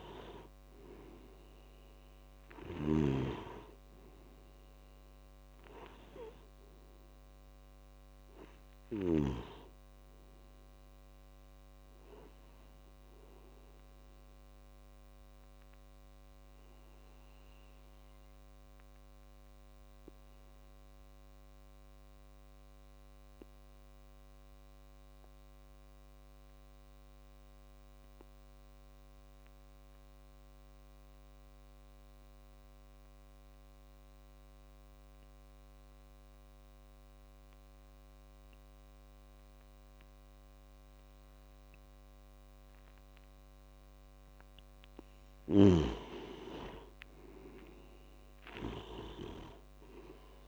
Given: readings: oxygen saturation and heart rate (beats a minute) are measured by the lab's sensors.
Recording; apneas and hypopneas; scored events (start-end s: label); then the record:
breathing in sleep by a microphone on the trachea; 1
0.00-9.00 s: snoring (device-marked)
0.00-22.00 s: oxygen desaturation (device-marked, oxygen 89% lowest)
15.50-43.00 s: obstructive apnea (oxygen 97% before, 87% lowest)
37.00-50.47 s: oxygen desaturation (device-marked, oxygen 98% before, 87% lowest)
45.00-50.47 s: snoring (device-marked)
From the record:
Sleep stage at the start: N2 (light sleep); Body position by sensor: on the back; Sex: male